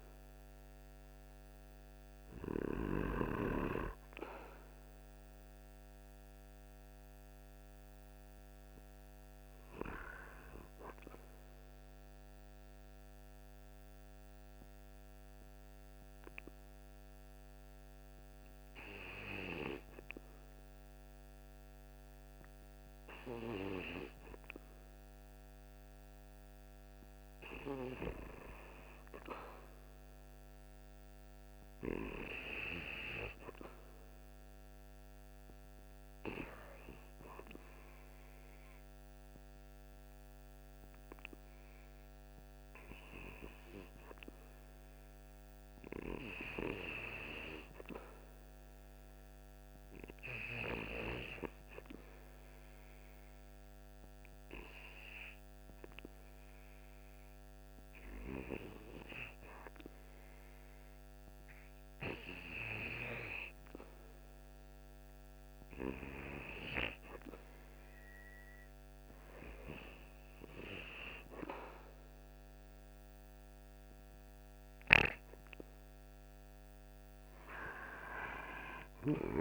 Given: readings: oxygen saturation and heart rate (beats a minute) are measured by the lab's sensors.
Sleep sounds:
breathing in sleep by a microphone on the trachea; 2
12.50-27.50 s: hypopnea (oxygen 96% before, 93% lowest, heart rate 51 before, 47 extreme, up 0 after)
29.00-33.00 s: arousal
37.00-59.00 s: oxygen desaturation (device-marked, oxygen 97% before, 94% lowest, heart rate 48 before, 47 extreme)
48.00-64.50 s: hypopnea (oxygen 97% before, 93% lowest, heart rate 48 before, 48 extreme, up 1 after)
66.50-70.00 s: arousal
From the record:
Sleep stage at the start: REM sleep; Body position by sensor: on the right side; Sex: male

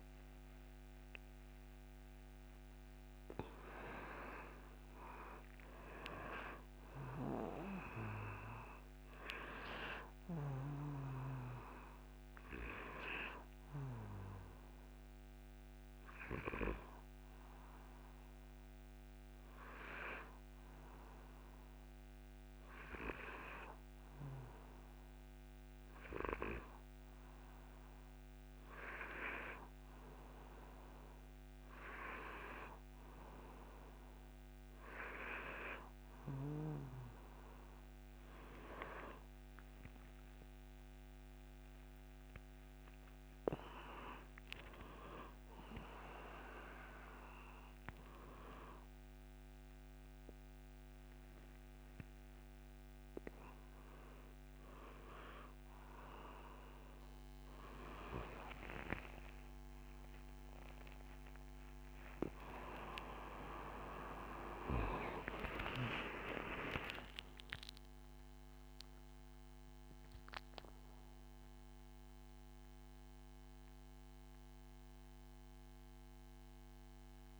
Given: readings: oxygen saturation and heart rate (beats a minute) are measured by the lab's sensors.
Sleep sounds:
a person partly awake in a sleep study, by a microphone on the trachea; none
0.00-1.00 s: arousal
0.00-19.50 s: oxygen desaturation (device-marked, oxygen 95% lowest)
45.50-75.50 s: new sleep stage, awake
75.50-77.40 s: new sleep stage, N2 (light sleep)
From the record:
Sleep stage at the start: N2 (light sleep); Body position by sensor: on the back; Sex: male

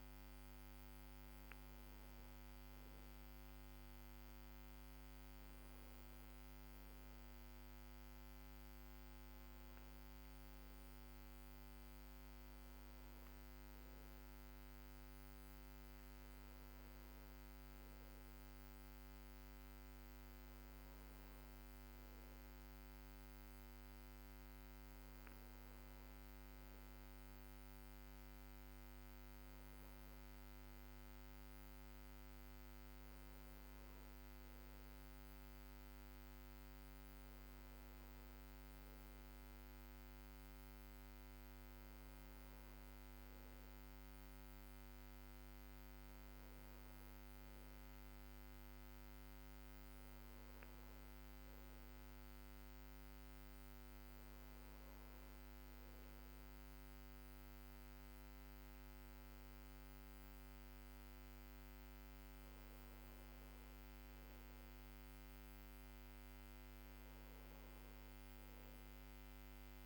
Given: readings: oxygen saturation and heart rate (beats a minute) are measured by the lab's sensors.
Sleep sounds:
a person awake in a sleep study, hard to hear, by a microphone on the trachea; none
none scored
From the record:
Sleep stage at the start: awake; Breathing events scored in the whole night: 324 in 5.7 hours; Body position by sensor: on the back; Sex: male

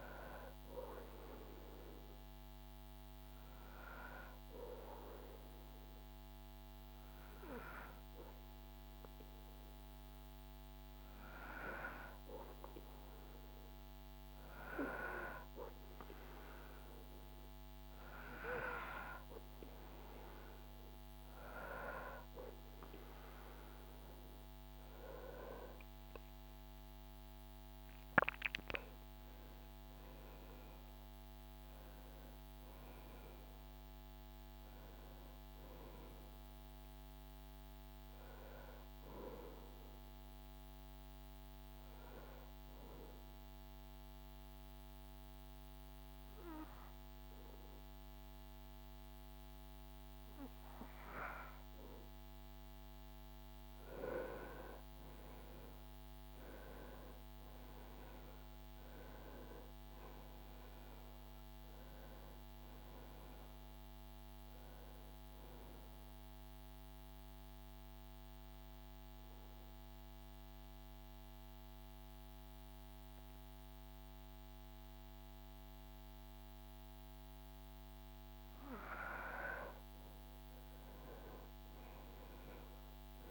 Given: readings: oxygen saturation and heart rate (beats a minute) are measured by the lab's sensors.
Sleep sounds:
breathing in sleep by a microphone on the trachea; 2
26.50-83.31 s: new sleep stage, REM sleep
41.50-52.00 s: obstructive apnea (oxygen 96% before, 92% lowest, heart rate 80 before, 66 extreme, up 12 after)
57.00-62.00 s: arousal
60.50-77.50 s: oxygen desaturation (device-marked, oxygen 97% before, 92% lowest, heart rate 72 before, 66 extreme)
65.00-76.50 s: obstructive apnea (oxygen 97% before, 92% lowest, heart rate 74 before, 66 extreme, up 14 after)
79.00-83.31 s: arousal
From the record:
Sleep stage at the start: N2 (light sleep); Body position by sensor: on the back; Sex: male

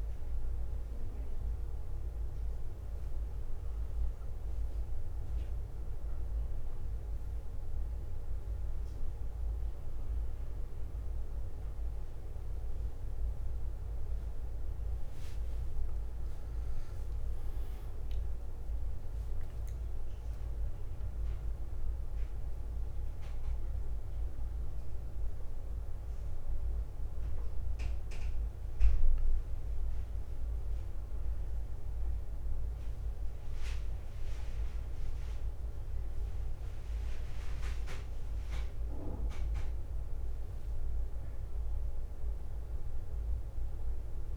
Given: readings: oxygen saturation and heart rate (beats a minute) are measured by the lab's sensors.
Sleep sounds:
a person awake in a sleep study, hard to hear, by a room microphone; none
0.00-16.00 s: bradycardia (device-marked, heart rate 54 extreme)
30.00-44.37 s: bradycardia (device-marked, heart rate 58 before, 55 extreme)
From the record:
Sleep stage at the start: awake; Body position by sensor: on the back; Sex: male

